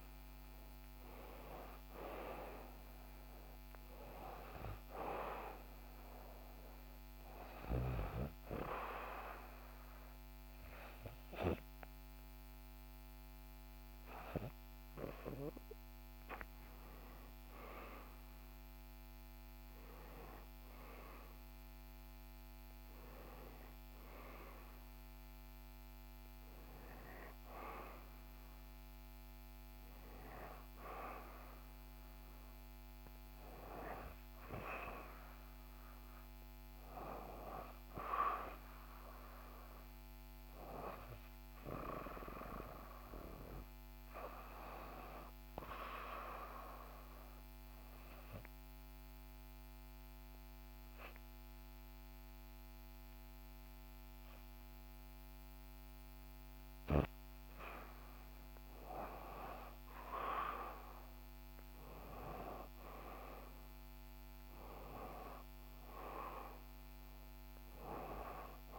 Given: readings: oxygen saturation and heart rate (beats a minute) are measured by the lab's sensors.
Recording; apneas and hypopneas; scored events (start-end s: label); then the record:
breathing in sleep by a microphone on the trachea; 2
0.00-18.50 s: oxygen desaturation (device-marked, oxygen 90% lowest, heart rate 60 extreme)
6.00-16.00 s: hypopnea (oxygen 97% before, 90% lowest, heart rate 61 before, 62 extreme, up 5 after)
18.00-23.00 s: arousal
46.50-57.50 s: obstructive apnea (oxygen 97% before, 94% lowest, heart rate 63 before, 62 extreme, up 4 after)
58.50-63.50 s: arousal
From the record:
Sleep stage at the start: REM sleep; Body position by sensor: on the back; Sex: female